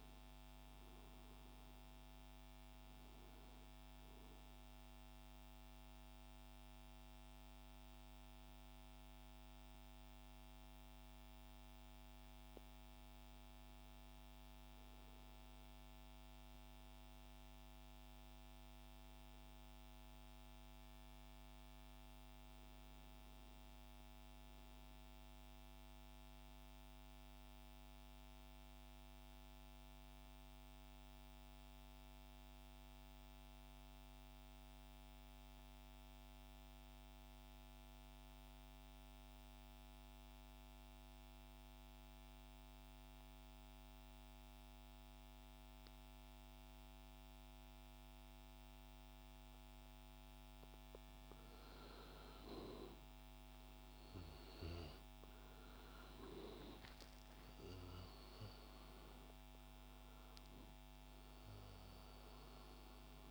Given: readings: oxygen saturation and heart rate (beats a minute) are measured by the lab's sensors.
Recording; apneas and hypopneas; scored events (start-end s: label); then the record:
breathing in sleep, hard to hear, by a microphone on the trachea; 1
1.00-10.00 s: oxygen desaturation (device-marked, oxygen 92% before, 88% lowest, heart rate 76 before, 64 extreme)
26.50-51.00 s: mixed apnea (oxygen 99% before, 86% lowest, heart rate 67 before, 59 extreme, up 16 after)
36.00-63.31 s: oxygen desaturation (device-marked, oxygen 97% before, 86% lowest, heart rate 67 before, 59 extreme)
53.00-57.00 s: arousal
From the record:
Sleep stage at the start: N2 (light sleep); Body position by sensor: on the back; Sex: male